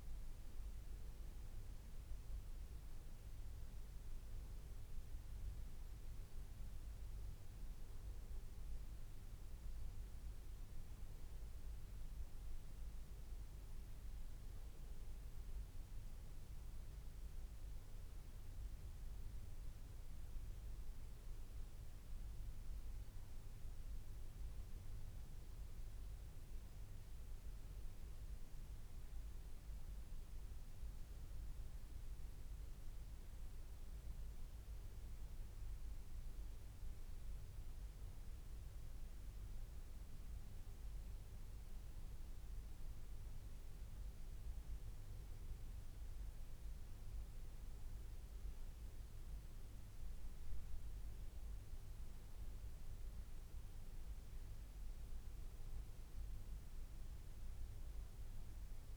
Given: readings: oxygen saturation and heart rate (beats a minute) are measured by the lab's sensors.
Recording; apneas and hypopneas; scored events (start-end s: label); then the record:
breathing in sleep, hard to hear, by a room microphone; none
none scored
From the record:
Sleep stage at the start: N2 (light sleep); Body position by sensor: on the back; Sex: male